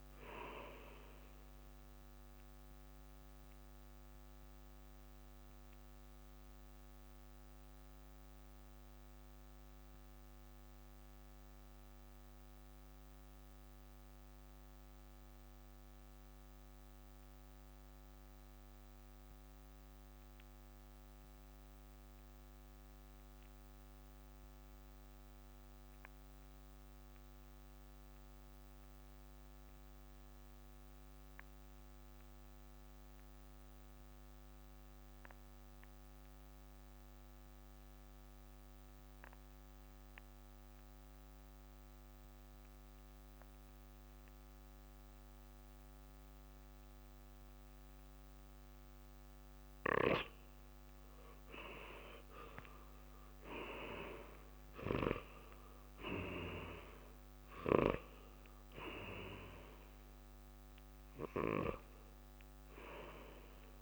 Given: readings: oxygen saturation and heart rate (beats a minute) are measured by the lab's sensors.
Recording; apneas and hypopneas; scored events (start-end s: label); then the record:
breathing in sleep by a microphone on the trachea; 1
0.00-17.50 s: oxygen desaturation (device-marked, oxygen 82% lowest, heart rate 55 extreme)
1.00-50.00 s: mixed apnea (oxygen 95% before, 82% lowest, heart rate 65 before, 55 extreme, up 8 after)
34.50-63.81 s: oxygen desaturation (device-marked, oxygen 98% before, 82% lowest, heart rate 59 before, 56 extreme)
54.00-57.50 s: arousal
From the record:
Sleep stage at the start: N2 (light sleep); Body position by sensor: on the right side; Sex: male